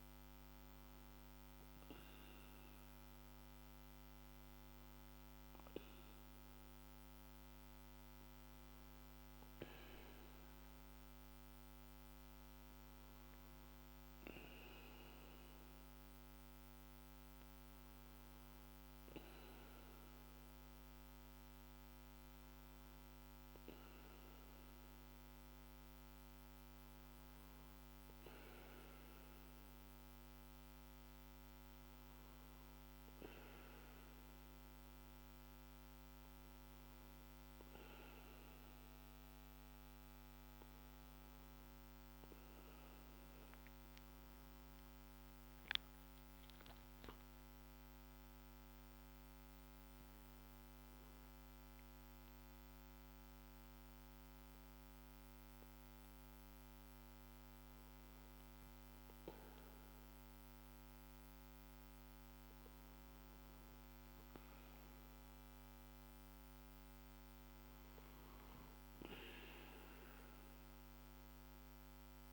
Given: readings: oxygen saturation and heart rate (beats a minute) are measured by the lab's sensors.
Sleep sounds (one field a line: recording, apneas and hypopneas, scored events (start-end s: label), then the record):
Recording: breathing in sleep, hard to hear, by a microphone on the trachea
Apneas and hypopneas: 1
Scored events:
44.00-47.50 s: arousal
51.00-63.00 s: hypopnea (oxygen 96% before, 94% lowest, heart rate 54 before, 49 extreme, up 4 after)
64.50-67.50 s: arousal
From the record:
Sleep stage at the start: N2 (light sleep)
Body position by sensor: on the back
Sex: male